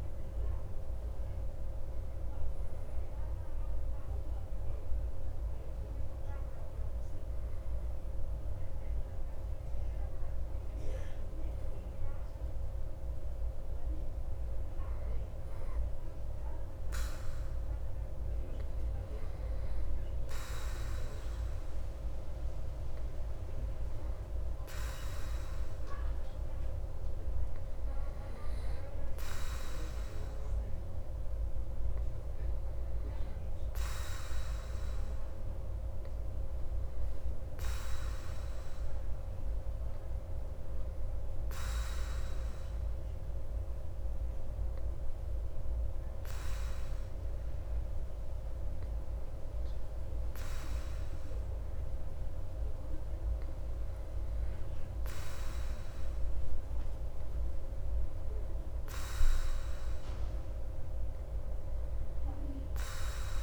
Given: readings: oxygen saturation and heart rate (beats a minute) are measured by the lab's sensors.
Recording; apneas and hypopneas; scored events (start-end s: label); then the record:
breathing in sleep, hard to hear, by a room microphone; 1
45.50-55.50 s: hypopnea (oxygen 96% before, 94% lowest)
59.00-62.00 s: arousal
From the record:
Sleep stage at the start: N2 (light sleep); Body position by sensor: on the back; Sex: male